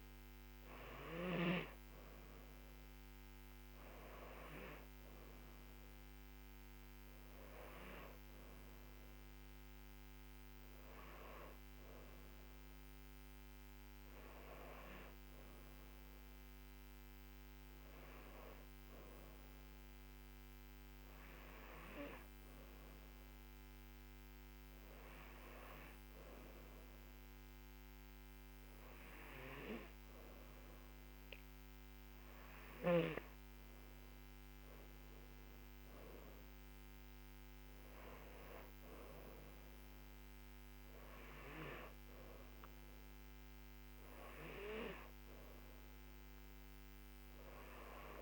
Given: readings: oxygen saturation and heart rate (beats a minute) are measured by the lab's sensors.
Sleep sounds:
breathing in sleep by a microphone on the trachea; 1
18.50-33.00 s: hypopnea (oxygen 95% before, 93% lowest, heart rate 77 before, 74 extreme, up 4 after)
35.50-38.50 s: arousal
From the record:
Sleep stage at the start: N2 (light sleep); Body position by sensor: on the left side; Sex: female

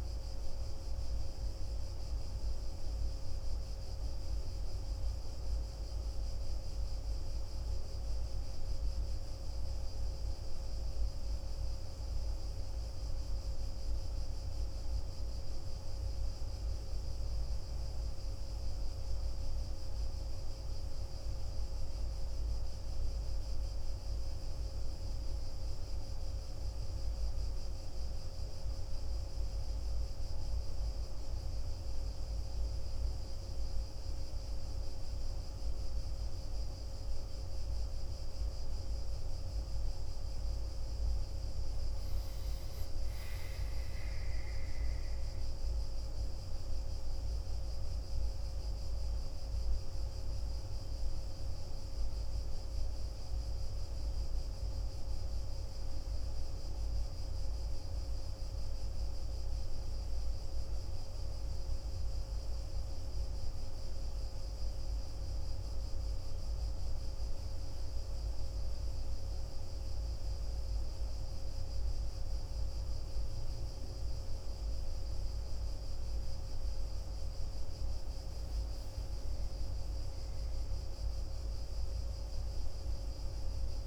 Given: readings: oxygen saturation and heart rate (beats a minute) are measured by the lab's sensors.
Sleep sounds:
breathing in sleep, hard to hear, by a room microphone; none
43.00-48.50 s: arousal
81.00-83.87 s: arousal
From the record:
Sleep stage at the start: N1 (lightest sleep); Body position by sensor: on the back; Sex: male

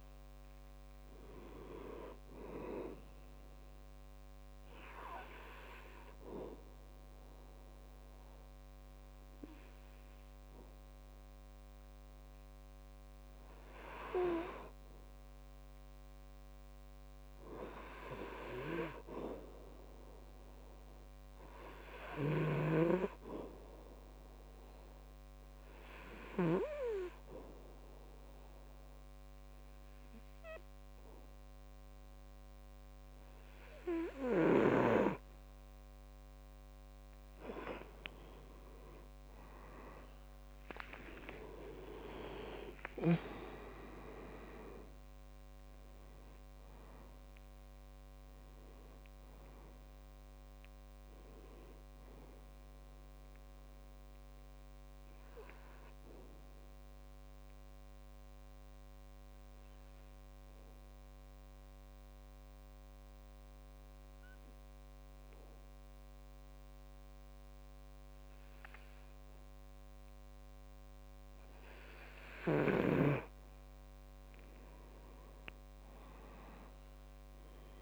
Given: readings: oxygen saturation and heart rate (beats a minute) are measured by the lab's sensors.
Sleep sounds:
breathing in sleep by a microphone on the trachea; 3
1.00-19.00 s: oxygen desaturation (device-marked, oxygen 97% before, 92% lowest, heart rate 68 before, 64 extreme)
4.50-15.50 s: obstructive apnea (oxygen 97% before, 91% lowest, heart rate 69 before, 64 extreme, up 4 after)
18.50-22.00 s: arousal
24.50-37.00 s: obstructive apnea (oxygen 97% before, 91% lowest, heart rate 66 before, 62 extreme, up 8 after)
39.50-42.50 s: arousal
42.00-73.00 s: oxygen desaturation (device-marked, oxygen 95% before, 91% lowest, heart rate 66 before, 61 extreme)
54.50-72.00 s: obstructive apnea (oxygen 97% before, 91% lowest, heart rate 72 before, 61 extreme, up 9 after)
74.50-77.82 s: arousal
From the record:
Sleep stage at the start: N2 (light sleep); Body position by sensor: on the back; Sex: male

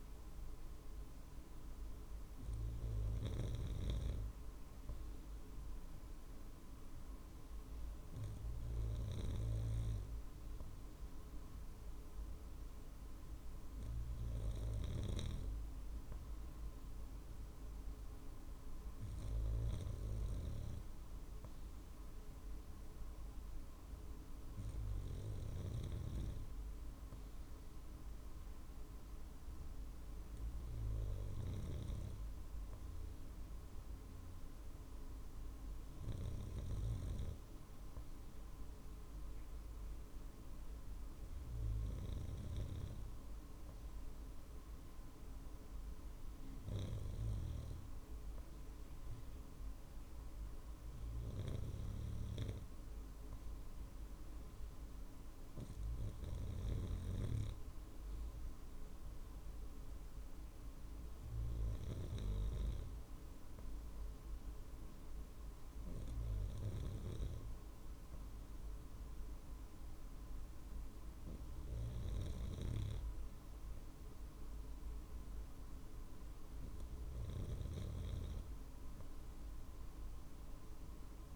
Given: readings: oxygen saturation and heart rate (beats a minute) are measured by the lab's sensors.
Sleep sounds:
breathing in sleep by a room microphone; none
none scored
From the record:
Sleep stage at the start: N2 (light sleep); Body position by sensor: on the right side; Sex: male

